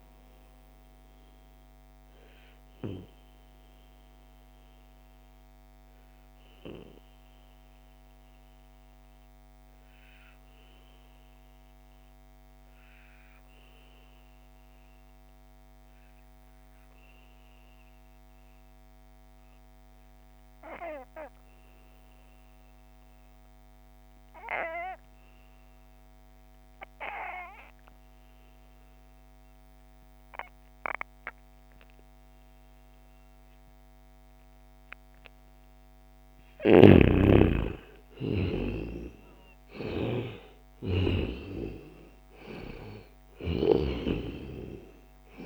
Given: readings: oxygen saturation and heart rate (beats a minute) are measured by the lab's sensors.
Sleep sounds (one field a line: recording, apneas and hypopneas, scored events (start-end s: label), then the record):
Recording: breathing in sleep by a microphone on the trachea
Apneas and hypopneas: 1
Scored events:
0.00-10.00 s: oxygen desaturation (device-marked, oxygen 87% lowest, heart rate 60 extreme)
0.50-35.50 s: mixed apnea (oxygen 96% before, 87% lowest, heart rate 70 before, 62 extreme, up 12 after)
32.00-45.46 s: oxygen desaturation (device-marked, oxygen 97% before, 89% lowest, heart rate 64 before, 60 extreme)
35.50-40.50 s: snoring (device-marked)
36.50-43.00 s: arousal
42.50-45.46 s: snoring (device-marked)
From the record:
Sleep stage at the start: N2 (light sleep)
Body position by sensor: on the back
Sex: male